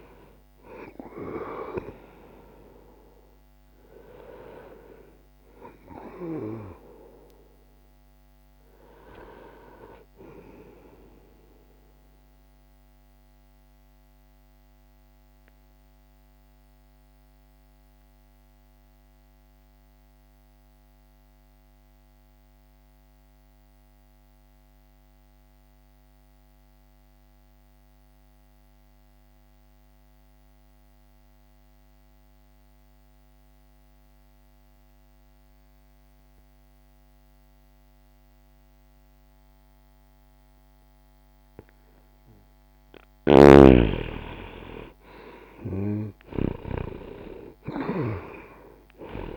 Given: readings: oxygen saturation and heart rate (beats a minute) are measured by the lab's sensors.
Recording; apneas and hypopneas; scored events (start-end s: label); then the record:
breathing in sleep by a microphone on the trachea; 1
0.00-10.00 s: oxygen desaturation (device-marked, oxygen 94% lowest, heart rate 60 extreme)
12.00-42.00 s: mixed apnea (oxygen 99% before, 85% lowest, heart rate 60 before, 60 extreme, up 2 after)
20.00-32.00 s: oxygen desaturation (device-marked, oxygen 95% before, 90% lowest, heart rate 60 before, 60 extreme)
44.00-49.37 s: oxygen desaturation (device-marked, oxygen 99% before, 92% lowest, heart rate 61 before, 60 extreme)
45.00-49.37 s: arousal
From the record:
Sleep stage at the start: N2 (light sleep); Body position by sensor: on the back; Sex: male